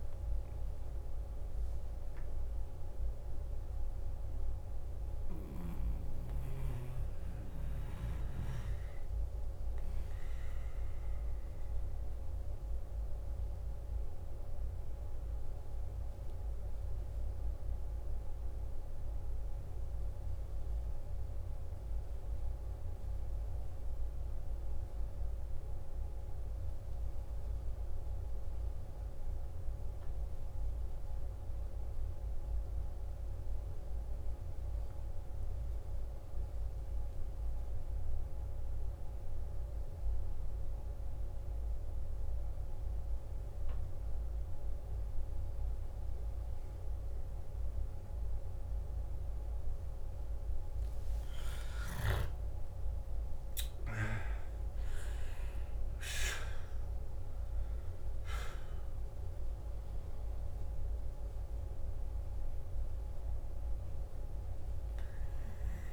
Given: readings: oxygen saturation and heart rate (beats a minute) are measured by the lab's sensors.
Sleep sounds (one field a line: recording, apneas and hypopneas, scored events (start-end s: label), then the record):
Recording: breathing in sleep, hard to hear, by a room microphone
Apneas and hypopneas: 1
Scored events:
0.00-21.50 s: oxygen desaturation (device-marked, oxygen 92% lowest, heart rate 53 extreme)
2.50-51.00 s: mixed apnea (oxygen 99% before, 89% lowest, heart rate 58 before, 53 extreme, up 14 after)
36.50-65.93 s: oxygen desaturation (device-marked, oxygen 98% before, 89% lowest, heart rate 54 before, 53 extreme)
52.00-57.00 s: arousal
From the record:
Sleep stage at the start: N2 (light sleep)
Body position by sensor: on the back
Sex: male